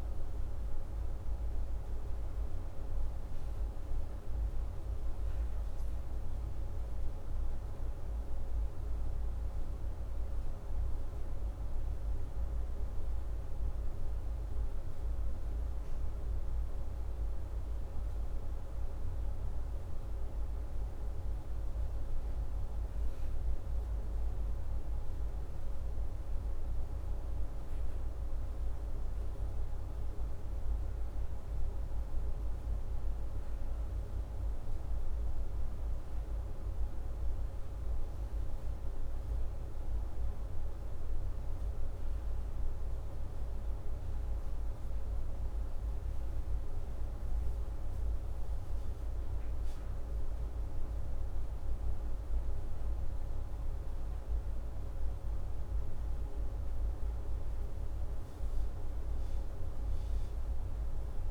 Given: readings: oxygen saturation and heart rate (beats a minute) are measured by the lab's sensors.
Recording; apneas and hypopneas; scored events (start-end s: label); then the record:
breathing in sleep, hard to hear, by a room microphone; none
none scored
From the record:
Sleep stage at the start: N2 (light sleep); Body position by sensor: upright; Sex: male